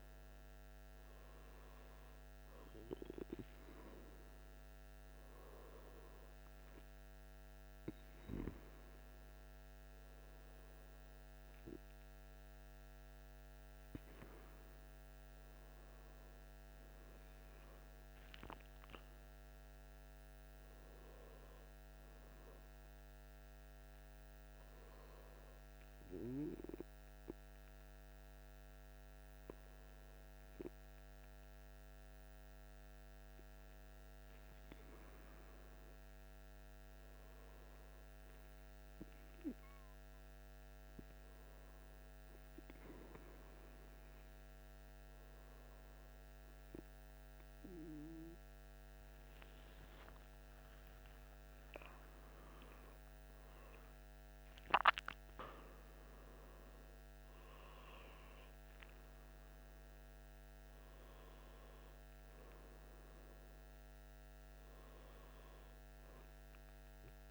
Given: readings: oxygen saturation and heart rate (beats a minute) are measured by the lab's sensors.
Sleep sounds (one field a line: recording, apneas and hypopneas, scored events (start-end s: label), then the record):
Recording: a person awake in a sleep study, by a microphone on the trachea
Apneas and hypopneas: none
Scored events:
35.00-67.31 s: new sleep stage, N1 (lightest sleep)
50.50-55.50 s: arousal
From the record:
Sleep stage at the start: awake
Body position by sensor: on the back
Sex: male